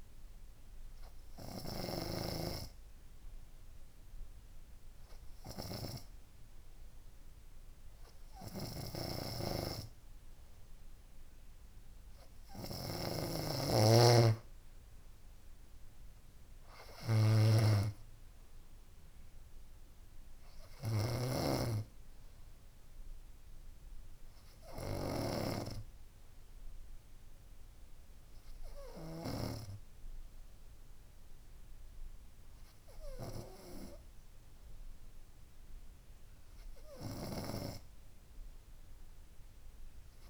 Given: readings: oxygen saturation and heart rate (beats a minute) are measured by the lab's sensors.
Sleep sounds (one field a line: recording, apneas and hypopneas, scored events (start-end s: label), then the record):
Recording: breathing in sleep by a room microphone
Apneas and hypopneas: none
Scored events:
13.50-21.50 s: snoring (device-marked)
From the record:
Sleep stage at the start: N3 (deep sleep)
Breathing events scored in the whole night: 144 in 7.3 hours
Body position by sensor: on the front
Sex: female